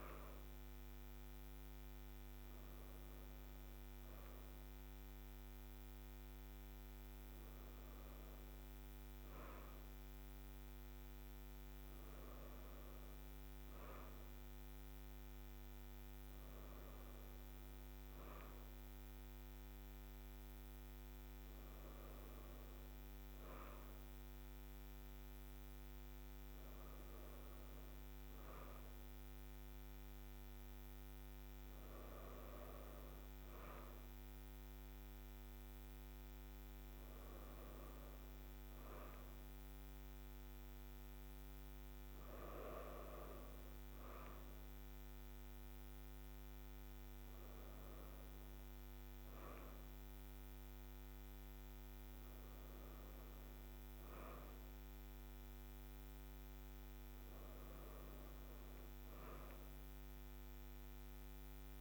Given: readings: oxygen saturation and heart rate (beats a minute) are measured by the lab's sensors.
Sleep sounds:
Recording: breathing in sleep, hard to hear, by a microphone on the trachea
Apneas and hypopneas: none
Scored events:
none scored
From the record:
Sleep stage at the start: N2 (light sleep)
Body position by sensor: on the right side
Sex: female

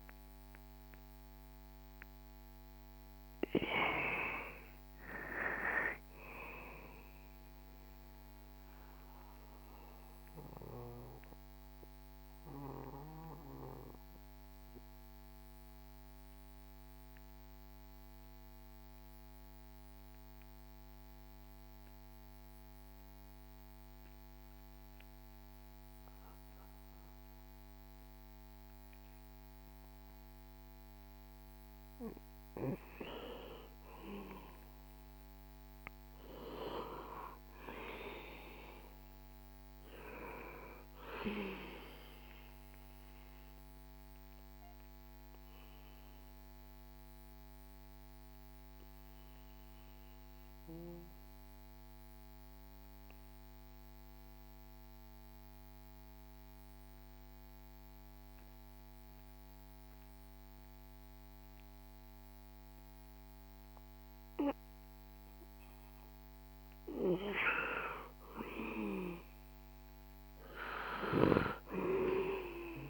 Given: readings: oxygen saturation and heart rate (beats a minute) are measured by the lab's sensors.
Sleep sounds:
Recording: breathing in sleep by a microphone on the trachea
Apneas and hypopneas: 2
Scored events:
0.00-26.50 s: oxygen desaturation (device-marked, oxygen 87% lowest, heart rate 61 extreme)
8.50-32.00 s: mixed apnea (oxygen 96% before, 87% lowest, heart rate 66 before, 61 extreme, up 3 after)
34.50-38.50 s: arousal
42.00-66.00 s: mixed apnea (oxygen 99% before, 93% lowest, heart rate 66 before, 61 extreme, up 4 after)
68.00-72.00 s: arousal
From the record:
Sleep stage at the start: N2 (light sleep)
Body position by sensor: on the back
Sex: male

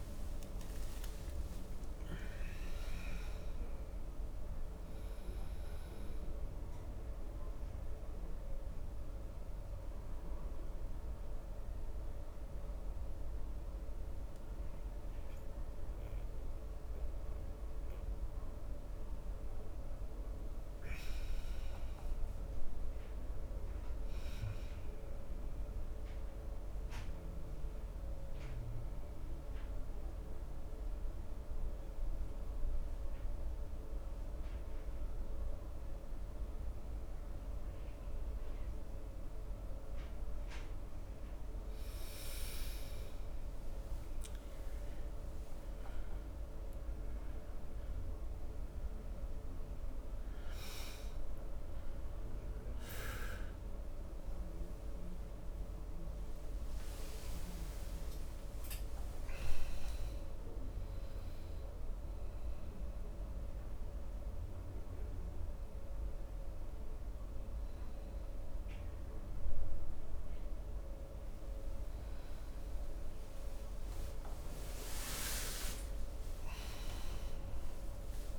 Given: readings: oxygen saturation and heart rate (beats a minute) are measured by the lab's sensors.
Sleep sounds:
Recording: breathing in sleep, hard to hear, by a room microphone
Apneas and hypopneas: 1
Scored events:
0.00-3.00 s: arousal
13.50-43.50 s: new sleep stage, N2 (light sleep)
28.00-42.50 s: obstructive apnea (oxygen 94% before, 91% lowest, heart rate 74 before, 62 extreme, up 10 after)
43.00-47.00 s: arousal
43.50-73.50 s: new sleep stage, N1 (lightest sleep)
73.50-78.38 s: new sleep stage, N2 (light sleep)
74.00-78.38 s: arousal
From the record:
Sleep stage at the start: N1 (lightest sleep)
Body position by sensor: on the right side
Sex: male

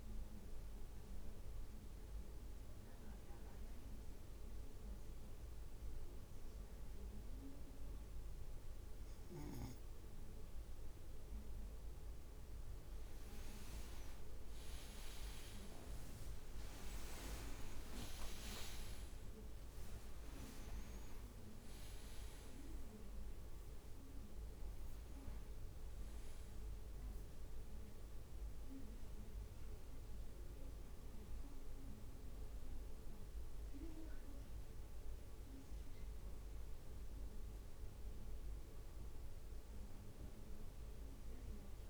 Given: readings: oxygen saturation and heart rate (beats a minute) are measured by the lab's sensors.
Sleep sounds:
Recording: breathing in sleep by a room microphone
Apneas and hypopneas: 1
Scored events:
2.50-12.50 s: mixed apnea (oxygen 99% before, 97% lowest, heart rate 55 before, 56 extreme, up 8 after)
12.00-13.50 s: leg movement (device-marked)
13.50-19.00 s: leg movement (device-marked)
15.50-19.50 s: arousal
17.00-30.00 s: drop in pulse transit time (device-marked, heart rate 57 before, 60 extreme)
19.50-21.50 s: leg movement (device-marked)
22.50-24.50 s: leg movement (device-marked)
24.50-25.50 s: leg movement (device-marked)
From the record:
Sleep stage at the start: N2 (light sleep)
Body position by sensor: on the right side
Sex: male

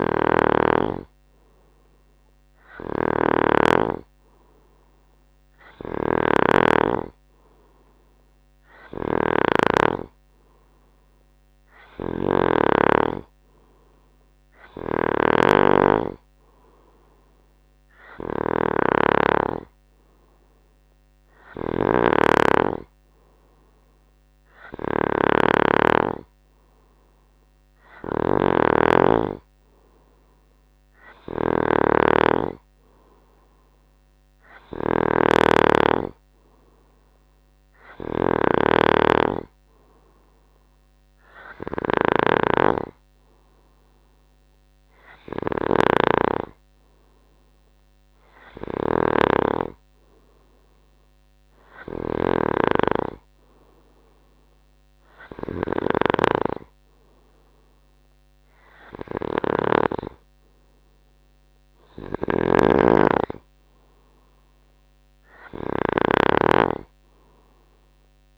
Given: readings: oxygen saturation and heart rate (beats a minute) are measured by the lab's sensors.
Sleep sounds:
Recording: breathing in sleep by a microphone on the trachea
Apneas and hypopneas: none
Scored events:
0.00-60.00 s: snoring (device-marked)
62.00-68.38 s: snoring (device-marked)
From the record:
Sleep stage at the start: N2 (light sleep)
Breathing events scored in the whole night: 176 in 3.6 hours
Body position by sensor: on the right side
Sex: male

